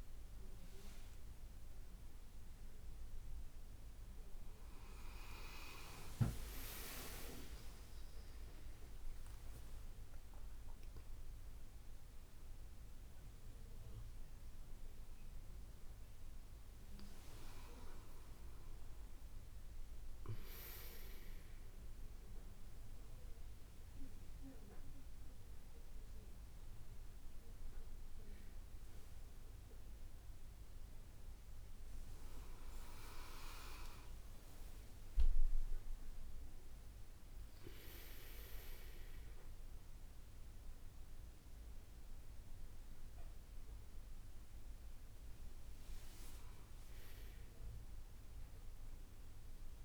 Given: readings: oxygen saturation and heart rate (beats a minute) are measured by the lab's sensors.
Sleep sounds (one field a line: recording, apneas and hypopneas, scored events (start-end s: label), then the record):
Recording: a person awake in a sleep study, by a room microphone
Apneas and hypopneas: none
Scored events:
none scored
From the record:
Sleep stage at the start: awake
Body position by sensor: on the back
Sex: female